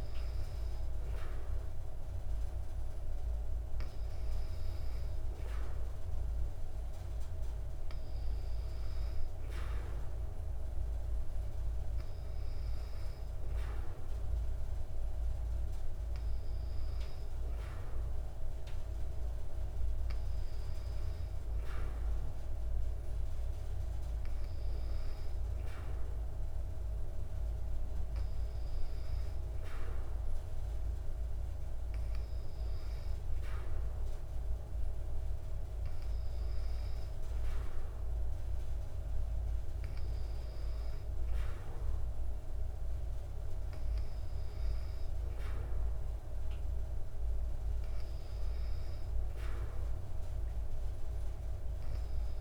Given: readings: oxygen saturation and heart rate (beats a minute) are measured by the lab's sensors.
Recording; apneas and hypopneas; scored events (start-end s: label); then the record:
breathing in sleep, hard to hear, by a room microphone; none
none scored
From the record:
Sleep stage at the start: N2 (light sleep); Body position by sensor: on the back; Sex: female